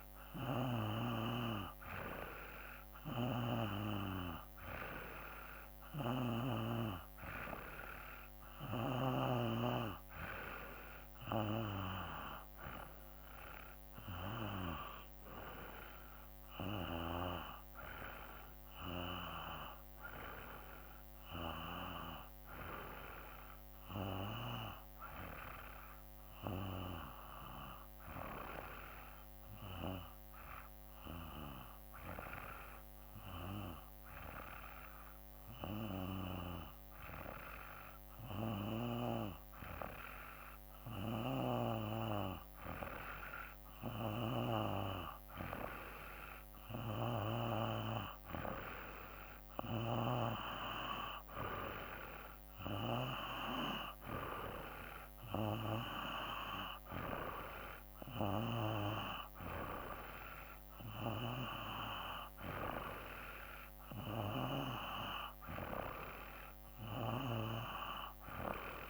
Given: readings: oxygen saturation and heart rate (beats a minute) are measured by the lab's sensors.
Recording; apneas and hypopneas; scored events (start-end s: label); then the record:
breathing in sleep by a microphone on the trachea; 1
0.00-1.00 s: snoring (device-marked)
3.00-6.50 s: snoring (device-marked)
20.00-24.50 s: arousal
27.00-42.50 s: hypopnea (oxygen 94% before, 91% lowest, heart rate 55 before, 54 extreme, up 3 after)
43.50-48.00 s: arousal
45.50-58.50 s: oxygen desaturation (device-marked, oxygen 94% before, 91% lowest, heart rate 54 before, 55 extreme)
From the record:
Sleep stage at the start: N2 (light sleep); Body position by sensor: on the back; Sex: male